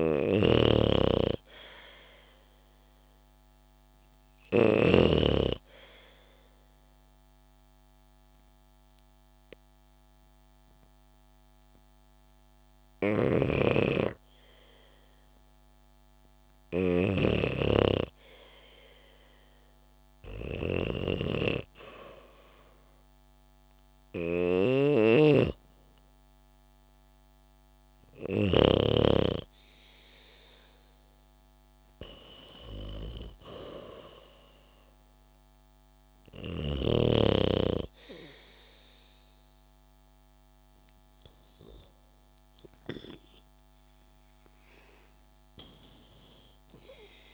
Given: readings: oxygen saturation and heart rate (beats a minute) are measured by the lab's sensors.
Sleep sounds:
breathing in sleep by a microphone on the trachea; 1
0.00-5.00 s: snoring (device-marked)
5.50-17.50 s: hypopnea (oxygen 96% before, 94% lowest, heart rate 70 before, 66 extreme, up 5 after)
13.00-17.50 s: snoring (device-marked)
20.00-24.00 s: arousal
24.50-29.00 s: snoring (device-marked)
From the record:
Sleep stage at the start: N2 (light sleep); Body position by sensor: on the back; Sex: female

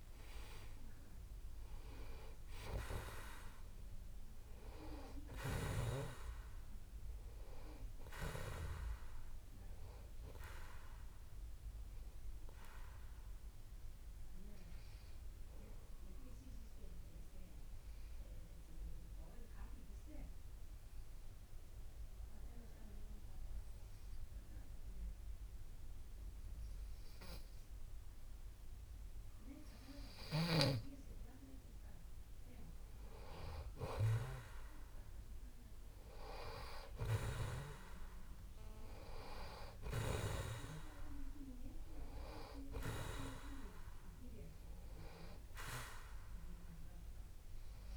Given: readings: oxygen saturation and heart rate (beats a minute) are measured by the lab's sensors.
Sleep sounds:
breathing in sleep by a room microphone; 1
0.00-3.00 s: arousal
14.50-30.00 s: obstructive apnea (oxygen 96% before, 92% lowest)
32.00-36.00 s: arousal
41.00-47.96 s: oxygen desaturation (device-marked, oxygen 96% before, 92% lowest)
From the record:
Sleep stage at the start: N2 (light sleep); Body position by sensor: on the back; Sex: male

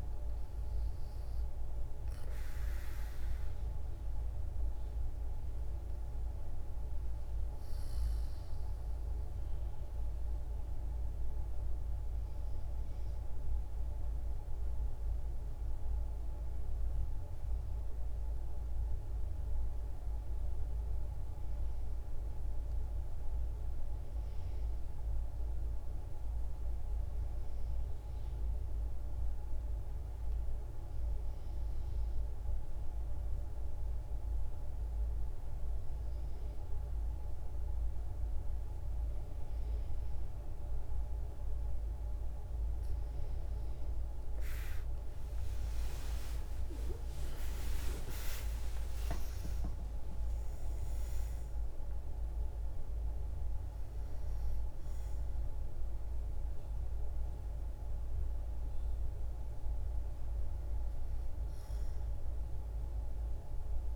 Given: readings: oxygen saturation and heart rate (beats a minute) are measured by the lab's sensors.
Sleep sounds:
breathing in sleep, hard to hear, by a room microphone; 1
8.50-41.50 s: obstructive apnea (oxygen 97% before, 85% lowest, heart rate 63 before, 58 extreme, up 17 after)
30.50-63.96 s: oxygen desaturation (device-marked, oxygen 97% before, 85% lowest, heart rate 60 before, 58 extreme)
44.50-48.50 s: arousal
From the record:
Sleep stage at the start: REM sleep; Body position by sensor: on the back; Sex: female

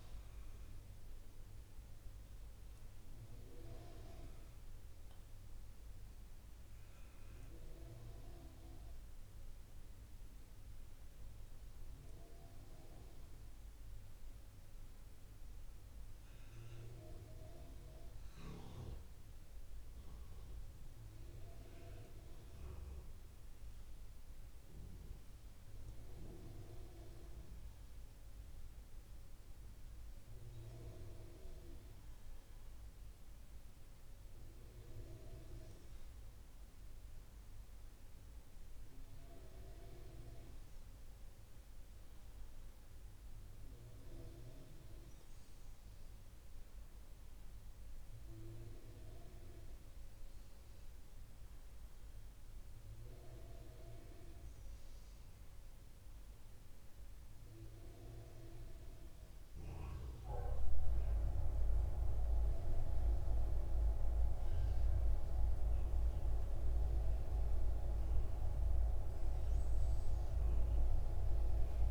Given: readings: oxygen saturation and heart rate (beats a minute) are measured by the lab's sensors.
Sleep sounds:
breathing in sleep by a room microphone; none
none scored
From the record:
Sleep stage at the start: N2 (light sleep); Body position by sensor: on the right side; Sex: female

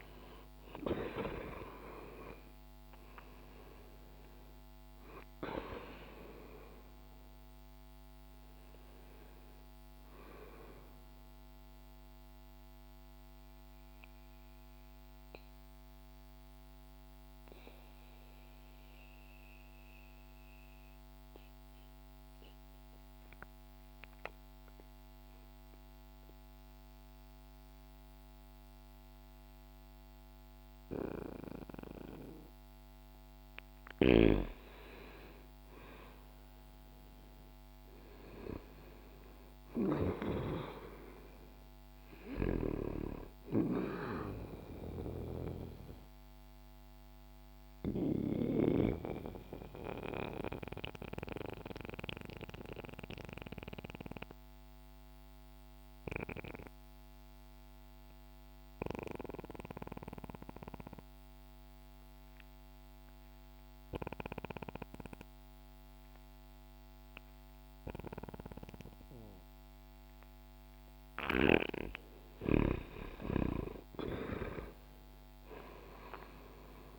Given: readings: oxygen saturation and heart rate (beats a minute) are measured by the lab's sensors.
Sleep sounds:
breathing in sleep by a microphone on the trachea; 2
0.00-1.50 s: arousal
11.00-32.50 s: obstructive apnea (oxygen 97% before, 89% lowest, heart rate 64 before, 61 extreme, up 0 after)
24.00-32.00 s: oxygen desaturation (device-marked, oxygen 94% before, 91% lowest, heart rate 64 before, 61 extreme)
34.00-38.50 s: arousal
41.50-48.00 s: snoring (device-marked)
43.00-63.00 s: oxygen desaturation (device-marked, oxygen 98% before, 89% lowest, heart rate 65 before, 61 extreme)
44.50-70.00 s: obstructive apnea (oxygen 98% before, 88% lowest, heart rate 65 before, 59 extreme, up 2 after)
71.50-76.00 s: arousal
74.00-76.99 s: oxygen desaturation (device-marked, oxygen 96% before, 91% lowest, heart rate 63 before, 59 extreme)
From the record:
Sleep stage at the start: N2 (light sleep); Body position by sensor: on the back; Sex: male

